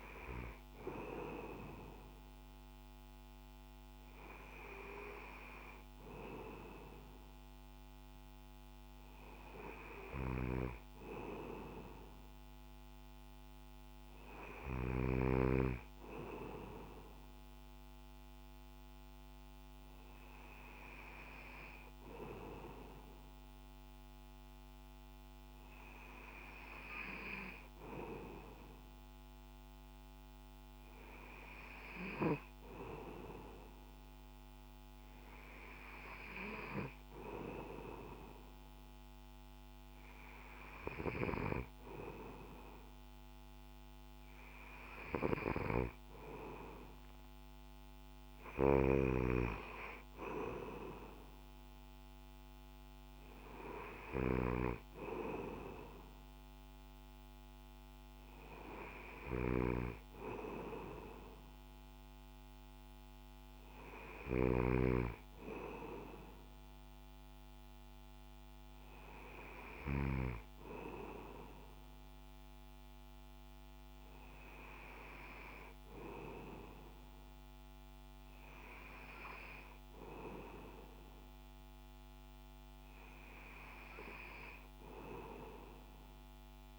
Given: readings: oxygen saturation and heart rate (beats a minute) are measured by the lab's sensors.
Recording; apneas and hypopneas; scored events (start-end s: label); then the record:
breathing in sleep by a microphone on the trachea; none
59.00-64.50 s: snoring (device-marked)
From the record:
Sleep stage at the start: N2 (light sleep); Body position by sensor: on the back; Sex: male